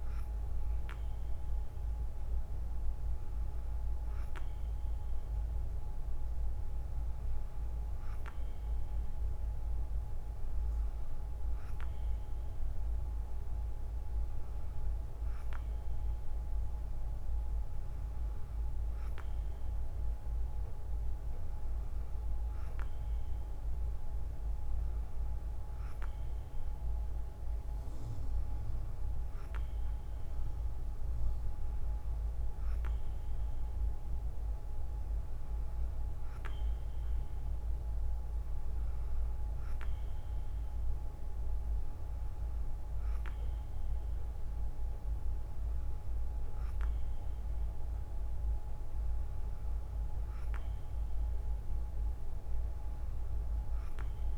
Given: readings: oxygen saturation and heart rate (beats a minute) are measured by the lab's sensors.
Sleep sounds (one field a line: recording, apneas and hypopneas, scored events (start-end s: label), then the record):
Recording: breathing in sleep, hard to hear, by a room microphone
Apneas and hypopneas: none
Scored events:
none scored
From the record:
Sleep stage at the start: N2 (light sleep)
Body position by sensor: on the right side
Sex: female